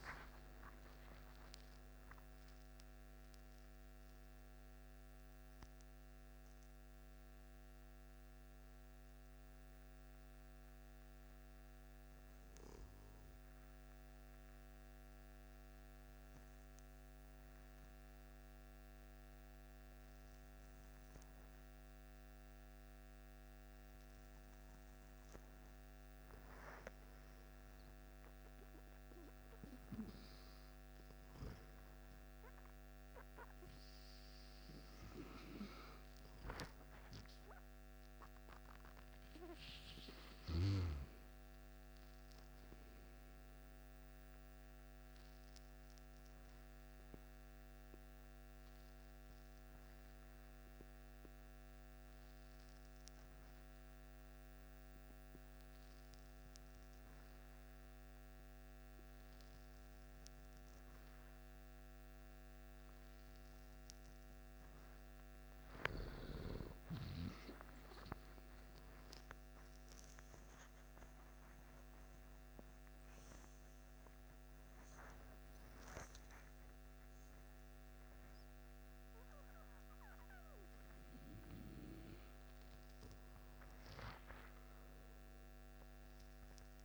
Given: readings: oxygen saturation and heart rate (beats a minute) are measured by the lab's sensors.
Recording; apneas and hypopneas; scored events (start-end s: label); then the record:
a person partly awake in a sleep study, by a microphone on the trachea; 2
0.00-1.50 s: tachycardia (device-marked, heart rate 109 extreme)
0.50-2.50 s: long interval between heartbeats (device-marked, heart rate 69 before, 106 extreme)
11.50-41.50 s: new sleep stage, N1 (lightest sleep)
16.00-26.50 s: obstructive apnea (oxygen 95% before, 93% lowest, heart rate 82 before, 57 extreme, up 7 after)
28.00-32.50 s: arousal
31.50-49.50 s: oxygen desaturation (device-marked, oxygen 98% before, 93% lowest, heart rate 61 before, 55 extreme)
41.50-86.85 s: new sleep stage, N2 (light sleep)
43.50-64.50 s: obstructive apnea (oxygen 99% before, 92% lowest, heart rate 62 before, 55 extreme, up 13 after)
64.50-78.50 s: oxygen desaturation (device-marked, oxygen 97% before, 93% lowest, heart rate 56 before, 52 extreme)
67.00-71.50 s: arousal
From the record:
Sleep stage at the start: awake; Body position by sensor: on the back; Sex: male